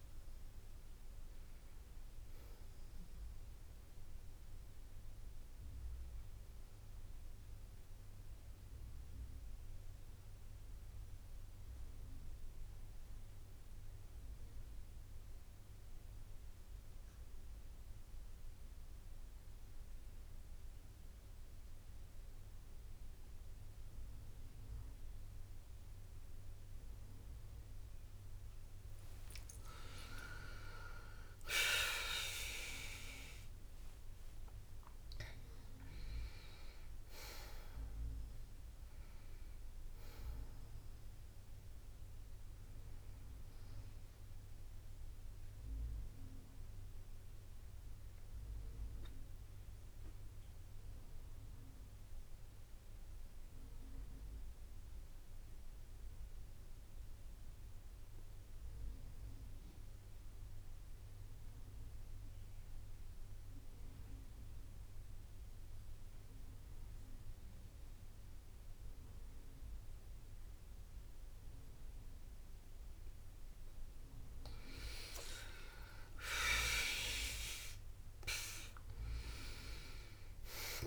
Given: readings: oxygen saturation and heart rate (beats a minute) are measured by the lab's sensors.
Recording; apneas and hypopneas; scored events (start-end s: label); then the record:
breathing in sleep by a room microphone; 2
0.00-8.50 s: drop in pulse transit time (device-marked, heart rate 61 extreme)
0.00-15.50 s: oxygen desaturation (device-marked, oxygen 92% lowest, heart rate 58 extreme)
5.50-28.00 s: mixed apnea (oxygen 98% before, 90% lowest, heart rate 62 before, 57 extreme, up 7 after)
7.50-27.50 s: bradycardia (device-marked, heart rate 62 before, 58 extreme)
29.50-34.50 s: arousal
29.50-56.50 s: oxygen desaturation (device-marked, oxygen 98% before, 92% lowest, heart rate 59 before, 55 extreme)
33.50-43.50 s: drop in pulse transit time (device-marked, heart rate 59 before, 63 extreme)
42.50-50.50 s: bradycardia (device-marked, heart rate 62 before, 57 extreme)
44.00-71.50 s: mixed apnea (oxygen 98% before, 89% lowest, heart rate 62 before, 55 extreme, up 5 after)
60.50-75.50 s: bradycardia (device-marked, heart rate 62 before, 55 extreme)
70.50-80.87 s: oxygen desaturation (device-marked, oxygen 98% before, 89% lowest, heart rate 60 before, 57 extreme)
75.50-80.00 s: arousal
77.50-80.87 s: drop in pulse transit time (device-marked, heart rate 58 before, 59 extreme)
From the record:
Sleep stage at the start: N2 (light sleep); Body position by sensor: on the back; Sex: female